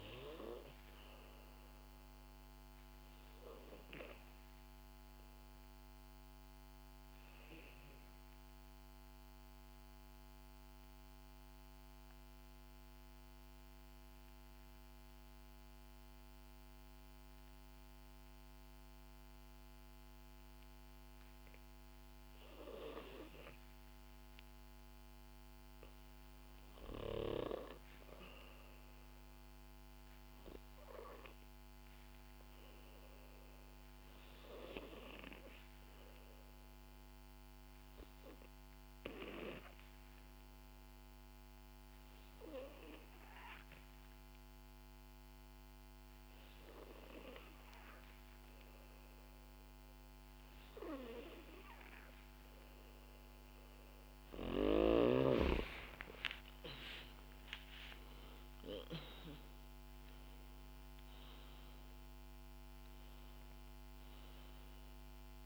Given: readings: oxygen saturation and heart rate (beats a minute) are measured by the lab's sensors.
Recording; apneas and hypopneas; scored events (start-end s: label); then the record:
breathing in sleep by a microphone on the trachea; 2
0.00-21.00 s: oxygen desaturation (device-marked, oxygen 91% lowest, heart rate 56 extreme)
5.50-25.00 s: obstructive apnea (oxygen 97% before, 91% lowest, heart rate 64 before, 56 extreme, up 8 after)
27.50-31.50 s: arousal
36.50-53.00 s: obstructive apnea (oxygen 97% before, 91% lowest, heart rate 61 before, 54 extreme, up 5 after)
55.50-60.50 s: arousal
58.00-60.00 s: long interval between heartbeats (device-marked, heart rate 62 before, 63 extreme)
From the record:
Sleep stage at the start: N2 (light sleep); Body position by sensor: on the back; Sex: female